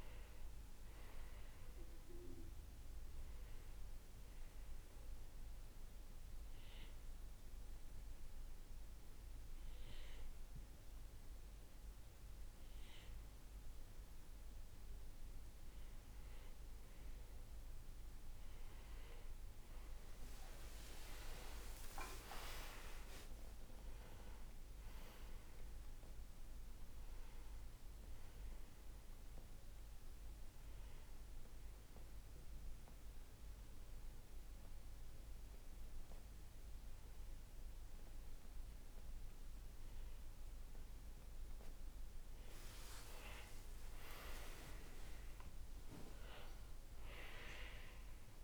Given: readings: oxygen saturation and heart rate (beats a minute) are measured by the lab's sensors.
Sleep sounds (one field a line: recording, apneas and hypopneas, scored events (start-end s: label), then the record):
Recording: breathing in sleep by a room microphone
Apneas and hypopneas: 2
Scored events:
0.00-17.50 s: oxygen desaturation (device-marked, oxygen 92% lowest, heart rate 58 extreme)
3.50-16.00 s: hypopnea (oxygen 97% before, 91% lowest, heart rate 68 before, 58 extreme, up 12 after)
18.00-22.00 s: arousal
26.50-37.50 s: oxygen desaturation (device-marked, oxygen 96% before, 91% lowest, heart rate 62 before, 55 extreme)
31.00-42.00 s: hypopnea (oxygen 96% before, 91% lowest, heart rate 65 before, 55 extreme, up 10 after)
31.50-48.43 s: new sleep stage, N2 (light sleep)
43.00-48.00 s: arousal
From the record:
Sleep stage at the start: N1 (lightest sleep)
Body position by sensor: on the right side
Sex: male